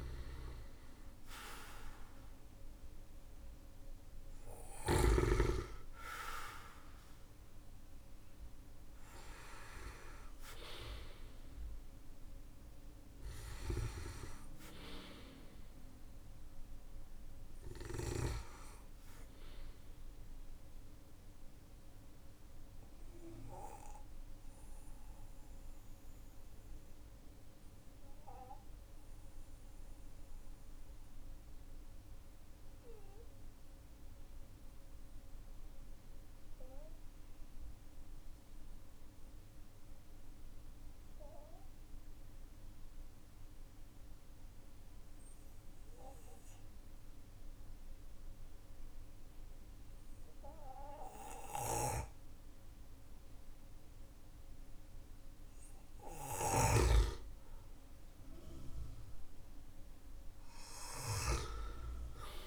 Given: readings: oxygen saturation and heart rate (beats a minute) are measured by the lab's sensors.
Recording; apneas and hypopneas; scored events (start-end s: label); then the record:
breathing in sleep by a room microphone; 1
7.00-11.00 s: arousal
11.50-36.50 s: oxygen desaturation (device-marked, oxygen 96% before, 93% lowest, heart rate 53 before, 44 extreme)
20.00-55.00 s: obstructive apnea (oxygen 98% before, 93% lowest, heart rate 51 before, 44 extreme, up 7 after)
59.00-62.47 s: arousal
From the record:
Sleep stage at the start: N2 (light sleep); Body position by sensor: on the back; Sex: male